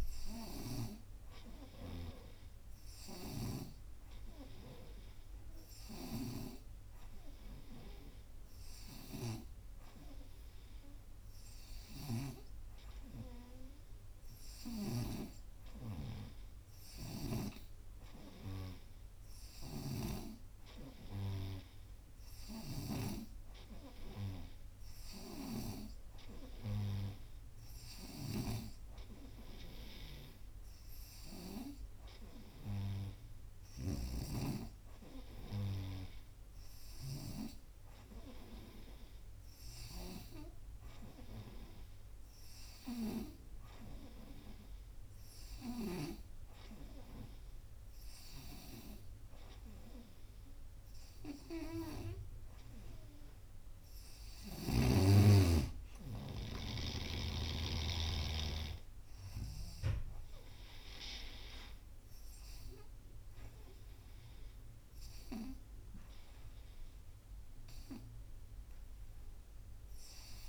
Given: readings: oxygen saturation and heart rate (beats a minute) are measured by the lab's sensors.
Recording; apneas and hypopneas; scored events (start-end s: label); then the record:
breathing in sleep by a room microphone; none
1.50-12.50 s: snoring (device-marked)
19.50-26.00 s: snoring (device-marked)
28.00-37.50 s: snoring (device-marked)
From the record:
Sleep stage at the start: N2 (light sleep); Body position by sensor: on the right side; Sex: female